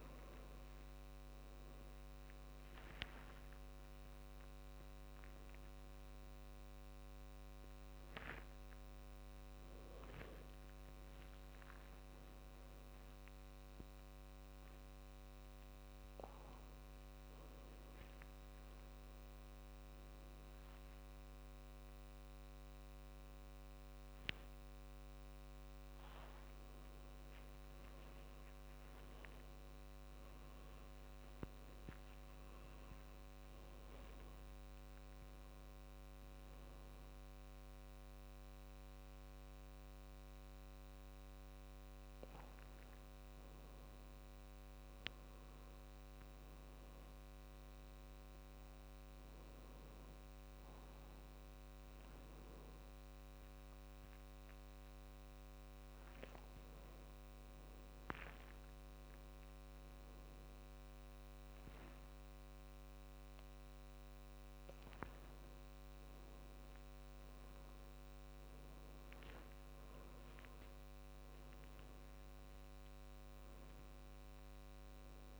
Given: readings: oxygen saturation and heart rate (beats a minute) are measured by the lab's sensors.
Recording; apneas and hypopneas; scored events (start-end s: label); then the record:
a person partly awake in a sleep study, hard to hear, by a microphone on the trachea; 2
5.00-23.00 s: oxygen desaturation (device-marked, oxygen 95% before, 91% lowest, heart rate 80 before, 73 extreme)
26.00-75.39 s: new sleep stage, N2 (light sleep)
36.50-46.50 s: hypopnea (oxygen 97% before, 93% lowest, heart rate 76 before, 74 extreme, up 0 after)
50.00-53.00 s: arousal
53.00-63.00 s: oxygen desaturation (device-marked, oxygen 96% before, 93% lowest, heart rate 77 before, 74 extreme)
59.50-70.50 s: hypopnea (oxygen 97% before, 93% lowest, heart rate 75 before, 74 extreme, up 2 after)
From the record:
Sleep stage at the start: awake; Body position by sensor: on the back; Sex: male